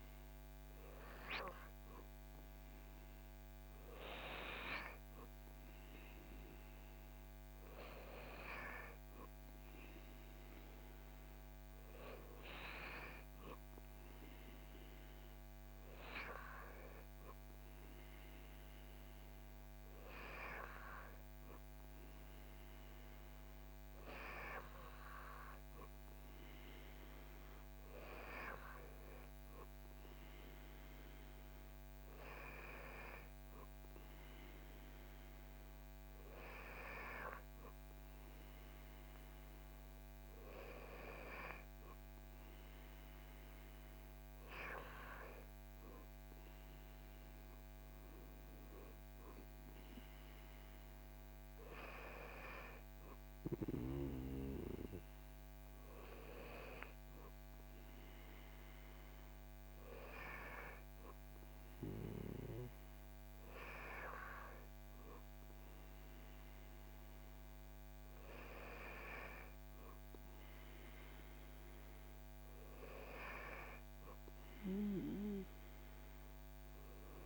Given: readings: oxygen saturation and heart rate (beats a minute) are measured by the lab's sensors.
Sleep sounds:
breathing in sleep by a microphone on the trachea; none
none scored
From the record:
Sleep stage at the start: N2 (light sleep); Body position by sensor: on the back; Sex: male

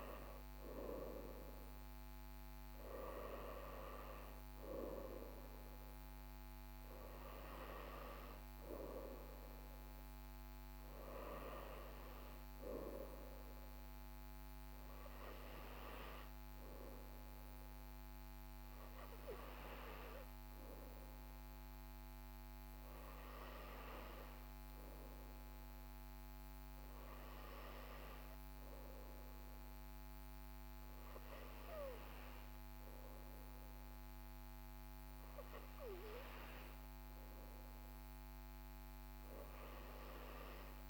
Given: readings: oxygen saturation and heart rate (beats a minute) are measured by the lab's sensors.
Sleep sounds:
breathing in sleep by a microphone on the trachea; none
none scored
From the record:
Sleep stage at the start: N2 (light sleep); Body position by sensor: on the right side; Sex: male

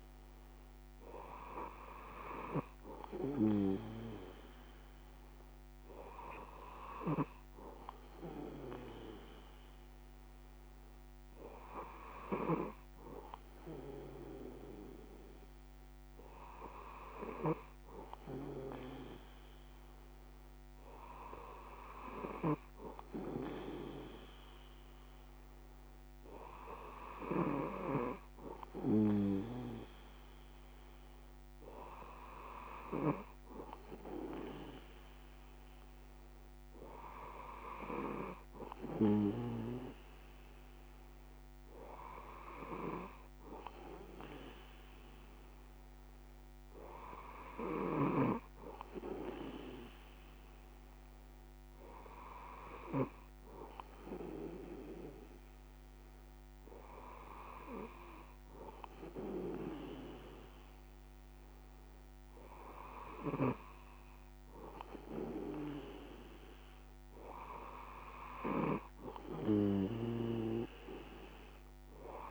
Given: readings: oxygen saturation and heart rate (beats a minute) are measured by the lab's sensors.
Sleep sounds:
breathing in sleep by a microphone on the trachea; none
39.00-72.31 s: new sleep stage, N2 (light sleep)
From the record:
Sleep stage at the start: N1 (lightest sleep); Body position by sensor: on the back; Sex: male

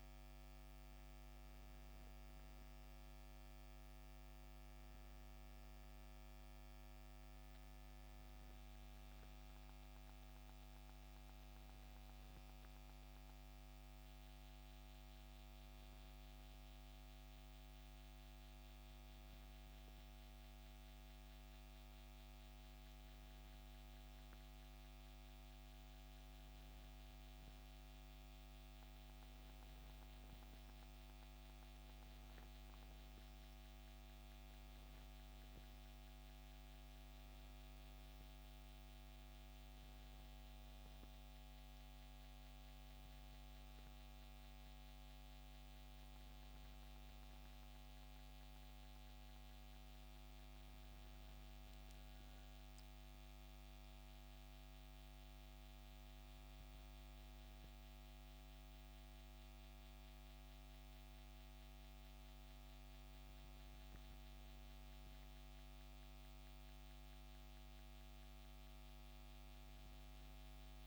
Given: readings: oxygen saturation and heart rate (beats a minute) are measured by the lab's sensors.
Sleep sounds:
breathing in sleep, hard to hear, by a microphone on the trachea; none
none scored
From the record:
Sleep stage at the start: N1 (lightest sleep); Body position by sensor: on the back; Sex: male

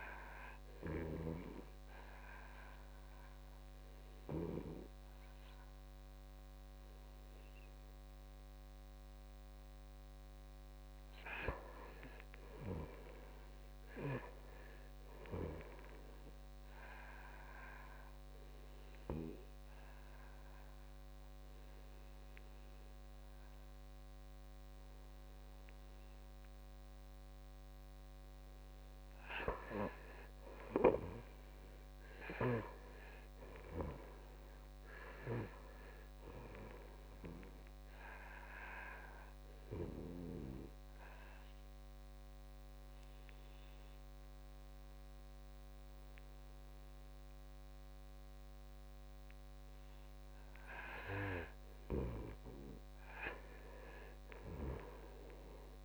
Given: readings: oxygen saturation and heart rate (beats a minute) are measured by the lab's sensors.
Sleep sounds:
breathing in sleep by a microphone on the trachea; 3
0.00-12.50 s: oxygen desaturation (device-marked, oxygen 89% lowest, heart rate 56 extreme)
1.00-11.00 s: obstructive apnea (oxygen 96% before, 89% lowest, heart rate 60 before, 56 extreme, up 3 after)
12.50-14.50 s: arousal
16.50-29.00 s: obstructive apnea (oxygen 96% before, 92% lowest, heart rate 64 before, 56 extreme, up 8 after)
31.50-35.50 s: arousal
39.50-51.00 s: obstructive apnea (oxygen 96% before, 92% lowest, heart rate 61 before, 56 extreme, up 11 after)
54.50-55.85 s: arousal
From the record:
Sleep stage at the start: N2 (light sleep); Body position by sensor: on the back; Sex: male

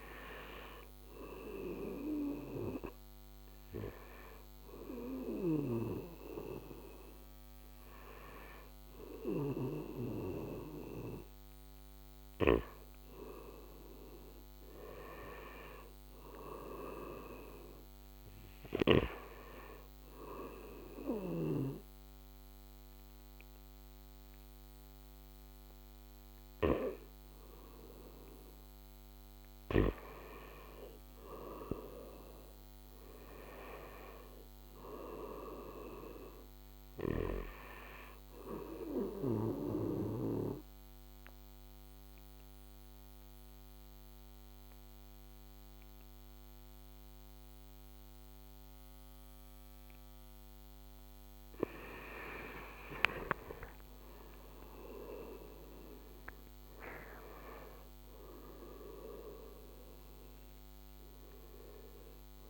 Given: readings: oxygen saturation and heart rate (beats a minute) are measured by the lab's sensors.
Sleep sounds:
breathing in sleep by a microphone on the trachea; 2
1.50-12.50 s: hypopnea (oxygen 96% before, 88% lowest, heart rate 80 before, 75 extreme, up 8 after)
2.00-13.00 s: oxygen desaturation (device-marked, oxygen 96% before, 88% lowest, heart rate 80 before, 76 extreme)
5.00-12.50 s: snoring (device-marked)
14.50-18.50 s: arousal
20.00-32.00 s: oxygen desaturation (device-marked, oxygen 95% before, 91% lowest, heart rate 79 before, 72 extreme)
39.00-50.50 s: obstructive apnea (oxygen 95% before, 86% lowest, heart rate 82 before, 69 extreme, up 2 after)
39.00-51.00 s: oxygen desaturation (device-marked, oxygen 94% before, 89% lowest, heart rate 82 before, 69 extreme)
52.50-57.00 s: arousal
53.00-55.00 s: long interval between heartbeats (device-marked, heart rate 80 before, 72 extreme)
53.00-62.50 s: oxygen desaturation (device-marked, oxygen 96% before, 89% lowest, heart rate 80 before, 69 extreme)
From the record:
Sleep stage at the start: N2 (light sleep); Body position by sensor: on the right side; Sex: male

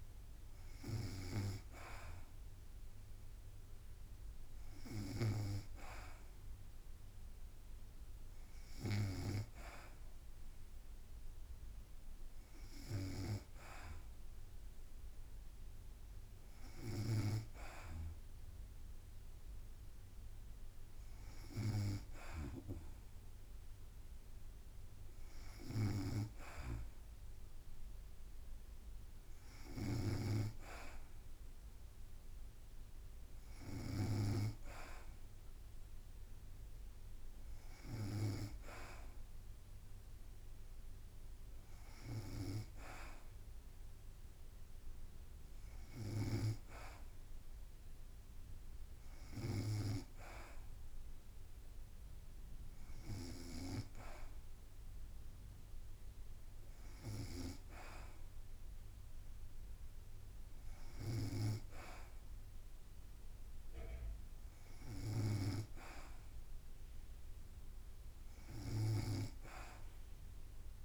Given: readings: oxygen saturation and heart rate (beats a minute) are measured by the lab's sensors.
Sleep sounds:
breathing in sleep by a room microphone; none
none scored
From the record:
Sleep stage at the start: N2 (light sleep); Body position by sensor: on the back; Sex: female

